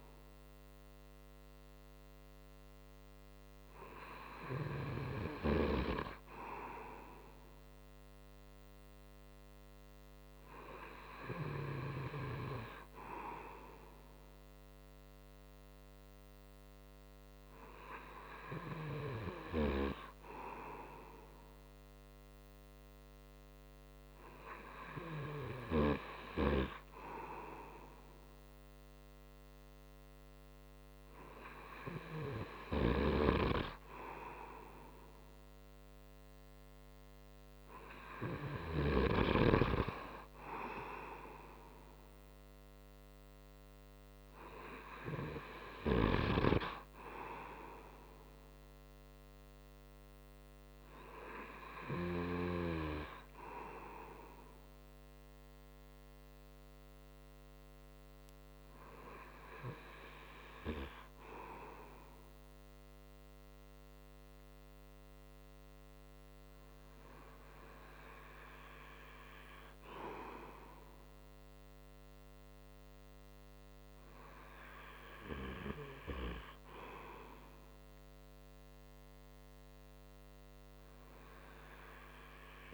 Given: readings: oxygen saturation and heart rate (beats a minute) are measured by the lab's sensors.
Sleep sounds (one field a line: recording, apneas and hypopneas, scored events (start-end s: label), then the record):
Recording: breathing in sleep by a microphone on the trachea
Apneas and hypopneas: none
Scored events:
none scored
From the record:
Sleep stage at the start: N2 (light sleep)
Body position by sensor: on the front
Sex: male